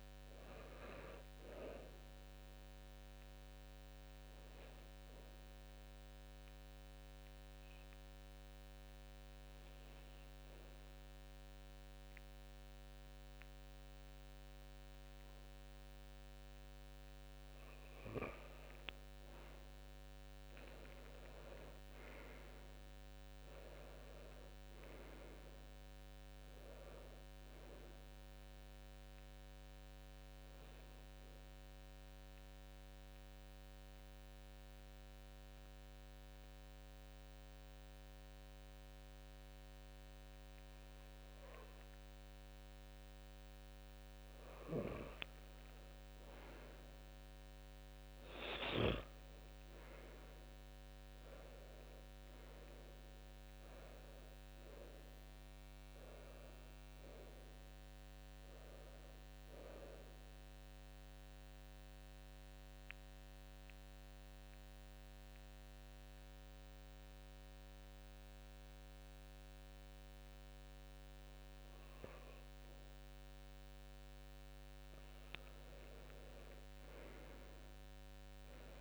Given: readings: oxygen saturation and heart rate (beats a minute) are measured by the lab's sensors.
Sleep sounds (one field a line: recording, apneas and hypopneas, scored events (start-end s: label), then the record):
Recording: breathing in sleep by a microphone on the trachea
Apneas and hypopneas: 3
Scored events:
4.50-17.50 s: obstructive apnea (oxygen 96% before, 92% lowest, heart rate 65 before, 39 extreme, up 5 after)
21.00-24.50 s: arousal
31.50-44.00 s: mixed apnea (oxygen 96% before, 92% lowest, heart rate 62 before, 40 extreme)
47.50-52.00 s: arousal
60.00-71.00 s: central apnea (oxygen 97% before, 91% lowest, heart rate 59 before, 71 extreme, up 3 after)
74.50-78.50 s: arousal
From the record:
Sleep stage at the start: N2 (light sleep)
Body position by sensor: on the back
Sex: male